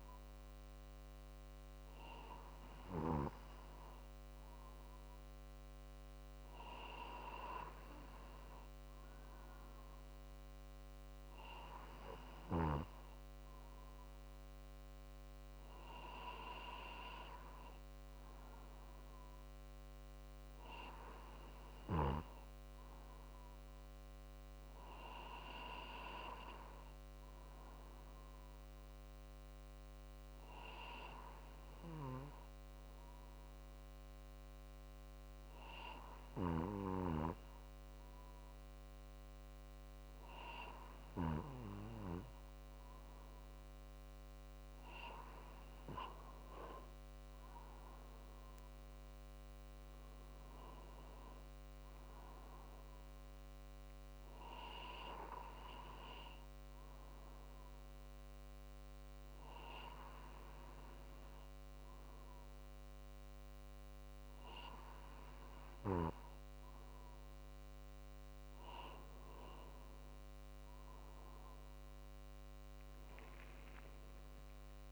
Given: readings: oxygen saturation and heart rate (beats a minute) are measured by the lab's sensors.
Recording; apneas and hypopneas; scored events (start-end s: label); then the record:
breathing in sleep by a microphone on the trachea; none
0.00-7.00 s: drop in pulse transit time (device-marked, heart rate 51 extreme)
72.50-74.92 s: arousal
From the record:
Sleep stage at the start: N2 (light sleep); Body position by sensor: on the right side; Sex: male